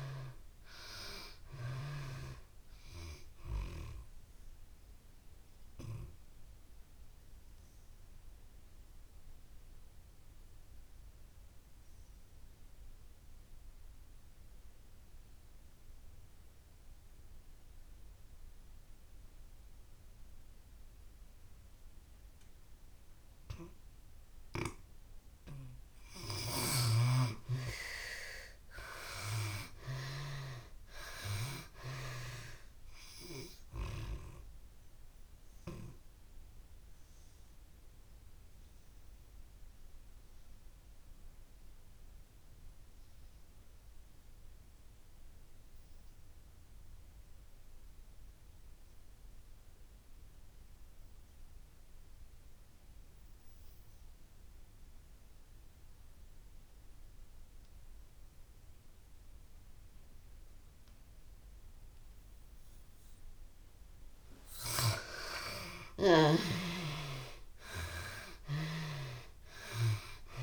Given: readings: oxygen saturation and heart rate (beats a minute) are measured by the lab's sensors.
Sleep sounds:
breathing in sleep by a room microphone; 2
0.00-23.00 s: oxygen desaturation (device-marked, oxygen 69% lowest)
4.00-23.50 s: obstructive apnea (oxygen 96% before, 69% lowest)
25.00-55.00 s: oxygen desaturation (device-marked, oxygen 96% before, 70% lowest)
26.00-29.50 s: arousal
34.00-63.50 s: obstructive apnea (oxygen 96% before, 64% lowest)
57.00-70.43 s: oxygen desaturation (device-marked, oxygen 94% before, 64% lowest)
66.00-69.00 s: arousal
From the record:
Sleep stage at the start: N2 (light sleep); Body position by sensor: on the back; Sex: female

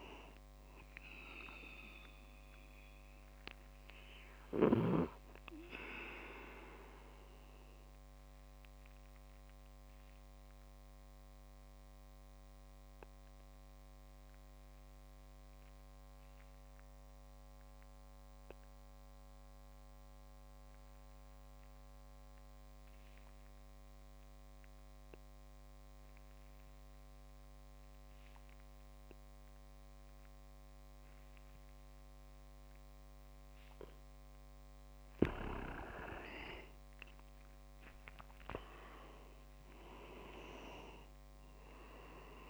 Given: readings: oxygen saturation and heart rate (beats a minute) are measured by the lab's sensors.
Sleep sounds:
breathing in sleep by a microphone on the trachea; 1
0.00-10.00 s: oxygen desaturation (device-marked, oxygen 95% lowest, heart rate 59 extreme)
6.00-33.00 s: obstructive apnea (oxygen 99% before, 93% lowest, heart rate 72 before, 59 extreme, up 14 after)
35.00-39.00 s: arousal
37.00-42.50 s: oxygen desaturation (device-marked, oxygen 98% before, 94% lowest, heart rate 72 before, 63 extreme)
From the record:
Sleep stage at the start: N2 (light sleep); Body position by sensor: on the back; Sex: male

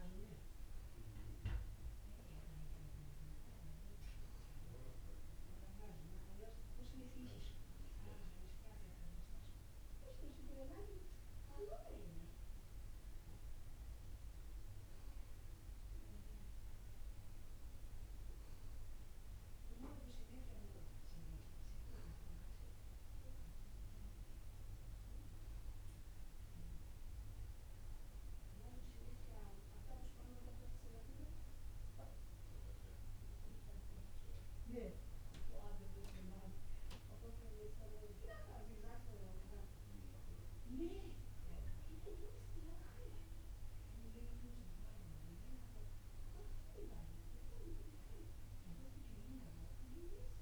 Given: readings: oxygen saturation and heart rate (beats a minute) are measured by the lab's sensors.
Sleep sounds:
breathing in sleep by a room microphone; none
none scored
From the record:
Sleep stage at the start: N1 (lightest sleep); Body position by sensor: on the back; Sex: male

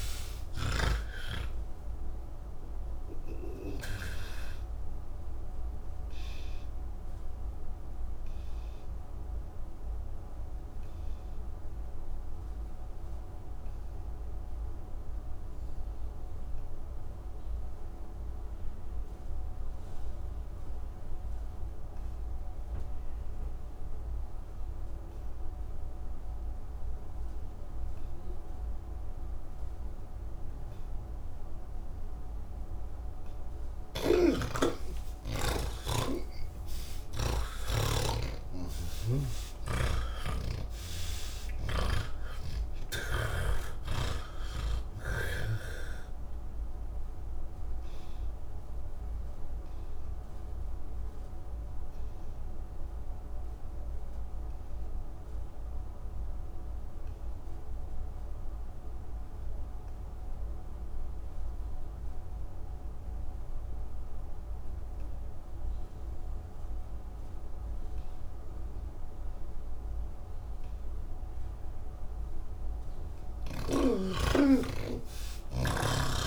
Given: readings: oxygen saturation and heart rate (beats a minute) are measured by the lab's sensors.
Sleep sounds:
breathing in sleep by a room microphone; 2
0.00-19.50 s: oxygen desaturation (device-marked, oxygen 80% lowest, heart rate 60 extreme)
7.50-31.50 s: obstructive apnea (oxygen 99% before, 80% lowest, heart rate 101 before, 60 extreme, up 0 after)
29.50-41.50 s: oxygen desaturation (device-marked, oxygen 99% before, 90% lowest, heart rate 159 before, 64 extreme)
33.50-37.50 s: snoring (device-marked)
39.50-43.50 s: snoring (device-marked)
47.50-65.50 s: oxygen desaturation (device-marked, oxygen 92% before, 80% lowest, heart rate 102 before, 82 extreme)
48.00-71.50 s: obstructive apnea (oxygen 99% before, 80% lowest, heart rate 102 before, 58 extreme, up 58 after)
From the record:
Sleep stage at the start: N3 (deep sleep); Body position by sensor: on the back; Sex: male

